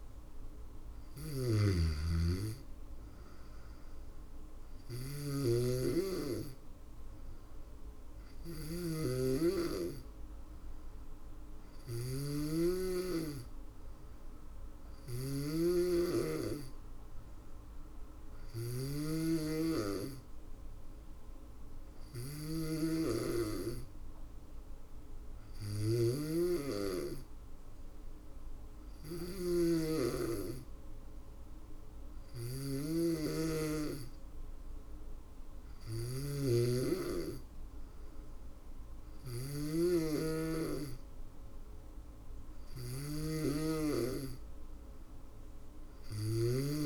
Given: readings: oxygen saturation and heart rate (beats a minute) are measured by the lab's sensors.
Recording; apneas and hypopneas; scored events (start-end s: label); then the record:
breathing in sleep by a room microphone; none
0.00-46.86 s: snoring (device-marked)
From the record:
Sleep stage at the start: N2 (light sleep); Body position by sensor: on the back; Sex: female